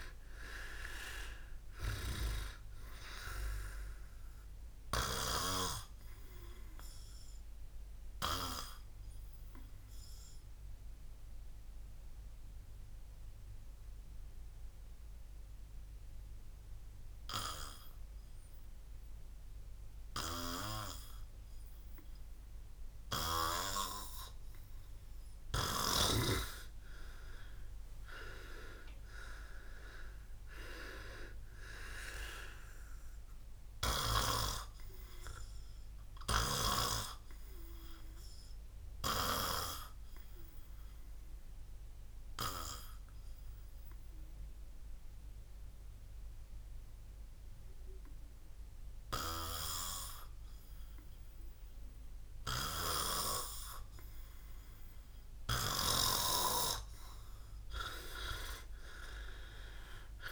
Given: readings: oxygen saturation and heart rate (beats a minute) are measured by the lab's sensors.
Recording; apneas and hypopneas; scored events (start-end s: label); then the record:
breathing in sleep by a room microphone; 2
0.00-1.00 s: arousal
1.50-25.50 s: oxygen desaturation (device-marked, oxygen 100% before, 91% lowest, heart rate 67 before, 60 extreme)
6.00-25.50 s: obstructive apnea (oxygen 100% before, 91% lowest, heart rate 68 before, 60 extreme, up 12 after)
26.50-30.00 s: arousal
33.00-55.00 s: obstructive apnea (oxygen 100% before, 93% lowest, heart rate 66 before, 60 extreme, up 16 after)
50.50-56.50 s: oxygen desaturation (device-marked, oxygen 98% before, 95% lowest, heart rate 64 before, 60 extreme)
56.50-60.00 s: arousal
From the record:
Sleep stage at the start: N2 (light sleep); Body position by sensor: on the back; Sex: male